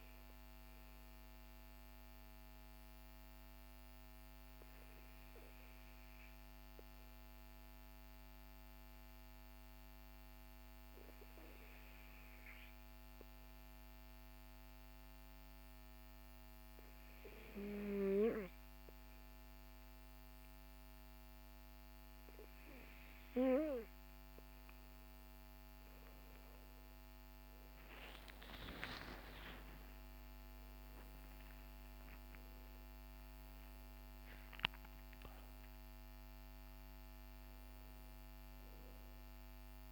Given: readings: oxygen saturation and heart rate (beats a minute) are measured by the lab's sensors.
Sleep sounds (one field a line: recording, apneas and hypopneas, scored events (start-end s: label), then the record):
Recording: breathing in sleep by a microphone on the trachea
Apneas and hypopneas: 1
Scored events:
1.00-23.00 s: obstructive apnea (oxygen 97% before, 95% lowest, heart rate 56 before, 43 extreme, up 28 after)
26.50-32.00 s: arousal
From the record:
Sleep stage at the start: N2 (light sleep)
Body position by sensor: on the back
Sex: male